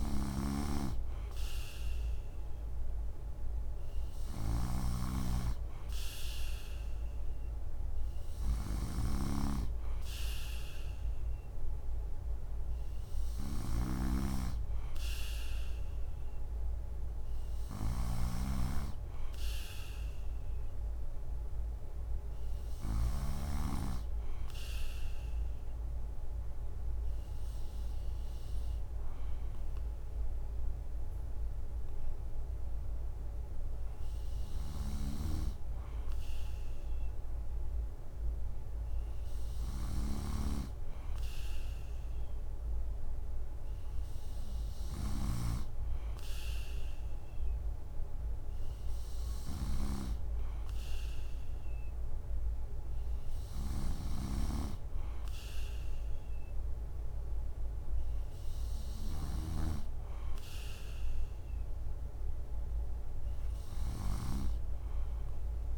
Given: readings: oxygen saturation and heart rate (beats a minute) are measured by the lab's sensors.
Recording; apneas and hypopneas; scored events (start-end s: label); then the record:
breathing in sleep by a room microphone; none
0.00-23.00 s: snoring (device-marked)
34.50-59.50 s: snoring (device-marked)
From the record:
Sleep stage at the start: N3 (deep sleep); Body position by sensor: on the right side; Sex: male